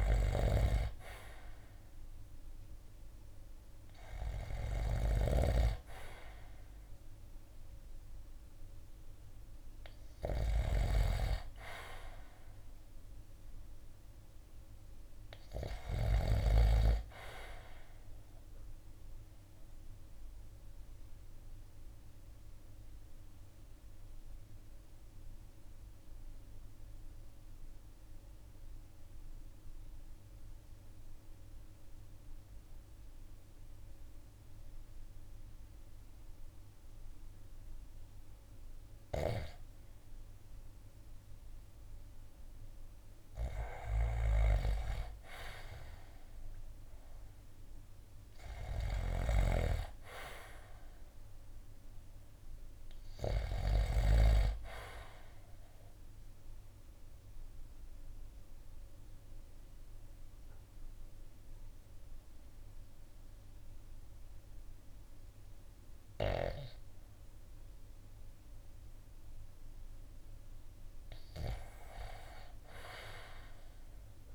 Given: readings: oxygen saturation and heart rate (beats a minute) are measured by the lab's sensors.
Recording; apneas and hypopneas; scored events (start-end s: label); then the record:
breathing in sleep by a room microphone; 2
0.00-16.00 s: snoring (device-marked)
1.50-6.00 s: arousal
18.50-41.50 s: obstructive apnea (oxygen 95% before, 86% lowest, heart rate 59 before, 51 extreme, up 7 after)
20.00-35.00 s: oxygen desaturation (device-marked, oxygen 95% before, 89% lowest, heart rate 60 before, 51 extreme)
45.50-50.50 s: arousal
48.50-54.00 s: snoring (device-marked)
56.50-69.00 s: obstructive apnea (oxygen 96% before, 86% lowest, heart rate 57 before, 53 extreme, up 4 after)
68.00-74.35 s: oxygen desaturation (device-marked, oxygen 95% before, 86% lowest, heart rate 58 before, 53 extreme)
70.50-74.35 s: arousal
From the record:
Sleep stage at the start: REM sleep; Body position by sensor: on the right side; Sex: male